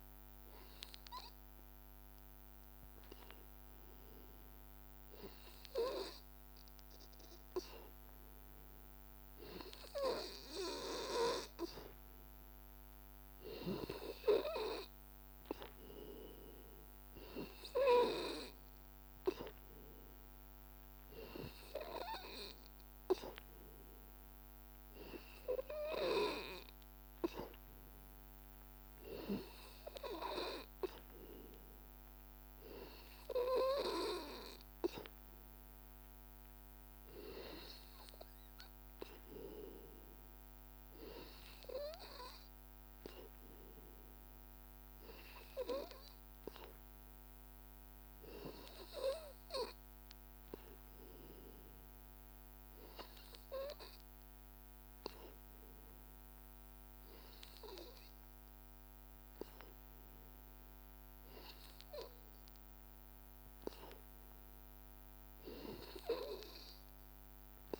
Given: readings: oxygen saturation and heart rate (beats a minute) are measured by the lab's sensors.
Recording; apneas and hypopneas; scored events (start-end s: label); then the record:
breathing in sleep by a microphone on the trachea; none
4.00-31.00 s: oxygen desaturation (device-marked, oxygen 97% before, 91% lowest, heart rate 83 before, 82 extreme)
From the record:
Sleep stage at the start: N2 (light sleep); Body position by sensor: on the back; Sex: male